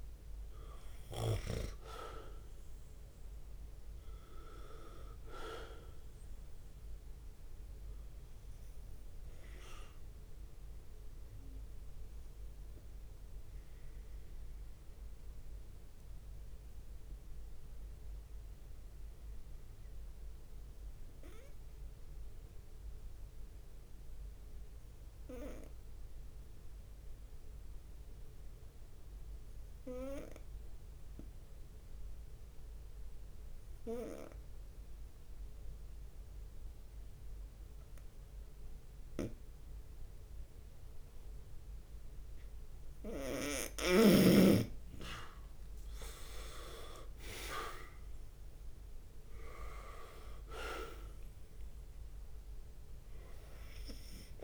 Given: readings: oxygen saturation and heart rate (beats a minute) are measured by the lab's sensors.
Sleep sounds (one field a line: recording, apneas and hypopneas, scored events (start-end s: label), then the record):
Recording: breathing in sleep by a room microphone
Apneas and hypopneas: 1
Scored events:
0.00-10.50 s: drop in pulse transit time (device-marked, heart rate 66 extreme)
0.00-25.50 s: oxygen desaturation (device-marked, oxygen 92% lowest, heart rate 65 extreme)
9.00-43.50 s: obstructive apnea (oxygen 98% before, 90% lowest, heart rate 70 before, 65 extreme, up 5 after)
42.50-54.43 s: oxygen desaturation (device-marked, oxygen 97% before, 90% lowest, heart rate 66 before, 64 extreme)
44.50-50.00 s: leg movement (device-marked)
46.00-49.50 s: arousal
46.50-54.43 s: drop in pulse transit time (device-marked, heart rate 67 before, 68 extreme)
From the record:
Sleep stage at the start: N2 (light sleep)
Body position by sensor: on the right side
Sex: male